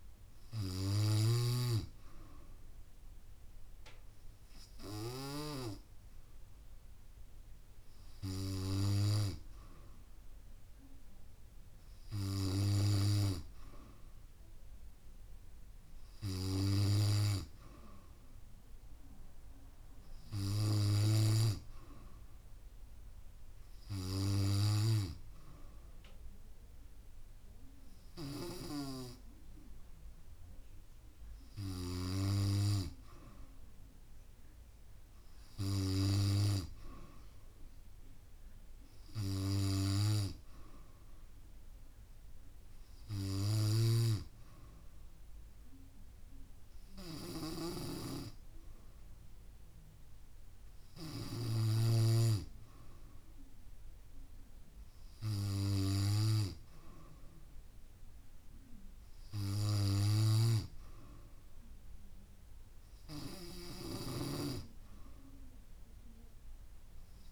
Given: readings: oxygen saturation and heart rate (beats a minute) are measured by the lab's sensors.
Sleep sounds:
breathing in sleep by a room microphone; none
39.00-41.00 s: bradycardia (device-marked, heart rate 69 before, 67 extreme)
From the record:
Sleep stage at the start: N3 (deep sleep); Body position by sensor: on the back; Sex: female

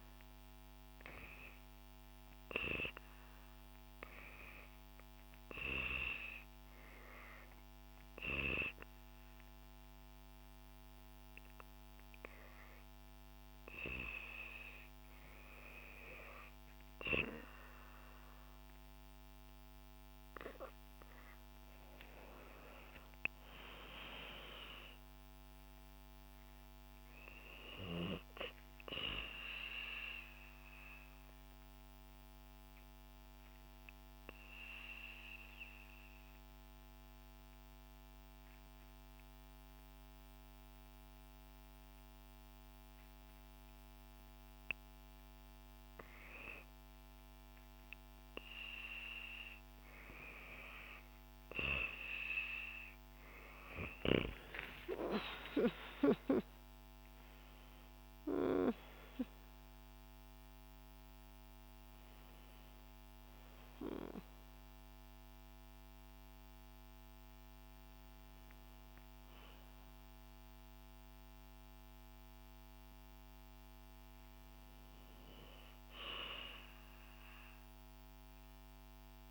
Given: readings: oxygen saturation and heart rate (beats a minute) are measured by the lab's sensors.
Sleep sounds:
breathing in sleep by a microphone on the trachea; 2
0.00-13.50 s: oxygen desaturation (device-marked, oxygen 89% lowest, heart rate 63 extreme)
7.50-18.50 s: hypopnea (oxygen 96% before, 89% lowest, heart rate 63 before, 65 extreme, up 5 after)
21.50-25.50 s: arousal
29.50-45.00 s: obstructive apnea (oxygen 92% before, 89% lowest, heart rate 69 before, 65 extreme, up 3 after)
51.50-78.50 s: oxygen desaturation (device-marked, oxygen 97% before, 89% lowest, heart rate 66 before, 58 extreme)
52.00-56.50 s: arousal
From the record:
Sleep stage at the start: REM sleep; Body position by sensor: on the back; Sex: female

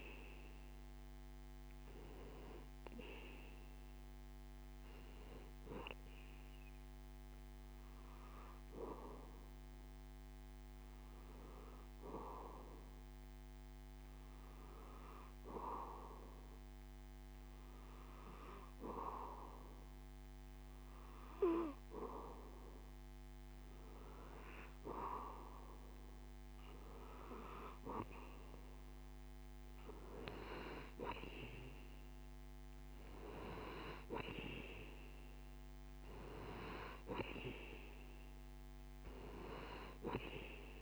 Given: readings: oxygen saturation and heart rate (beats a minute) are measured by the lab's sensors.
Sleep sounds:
breathing in sleep by a microphone on the trachea; 1
4.00-17.00 s: hypopnea (oxygen 96% before, 93% lowest)
19.00-21.50 s: arousal
From the record:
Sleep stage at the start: N2 (light sleep); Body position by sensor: on the back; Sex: male

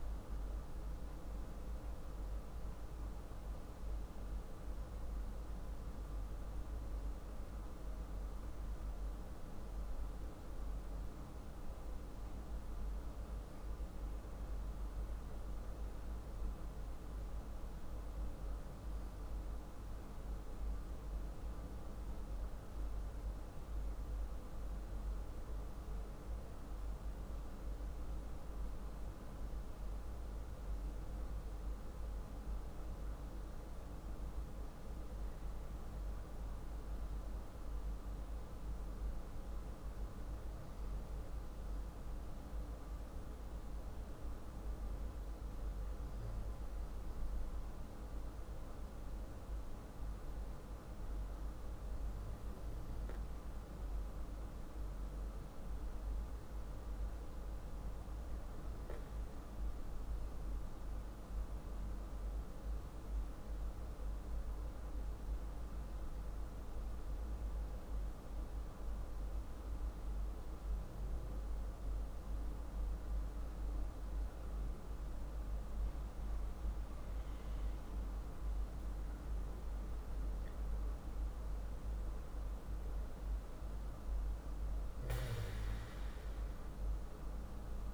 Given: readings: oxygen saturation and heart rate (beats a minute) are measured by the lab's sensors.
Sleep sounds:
breathing in sleep, hard to hear, by a room microphone; 1
62.00-80.50 s: hypopnea (oxygen 96% before, 93% lowest, heart rate 46 before, 47 extreme, up 1 after)
81.50-87.94 s: oxygen desaturation (device-marked, oxygen 96% before, 93% lowest, heart rate 47 before, 48 extreme)
84.50-87.94 s: new sleep stage, awake
From the record:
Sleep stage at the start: N2 (light sleep); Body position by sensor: on the back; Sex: male

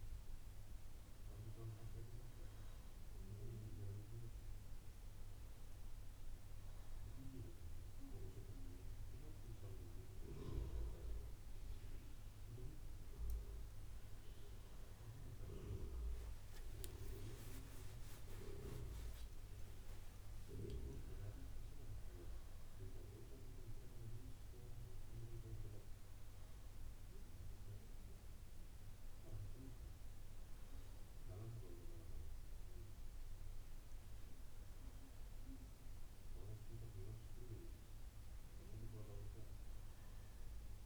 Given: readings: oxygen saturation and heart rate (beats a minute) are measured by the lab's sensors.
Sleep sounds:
a person partly awake in a sleep study, by a room microphone; none
4.00-18.00 s: oxygen desaturation (device-marked, oxygen 91% before, 88% lowest, heart rate 62 before, 60 extreme)
18.00-40.86 s: new sleep stage, N1 (lightest sleep)
From the record:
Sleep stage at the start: awake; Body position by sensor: on the right side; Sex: female

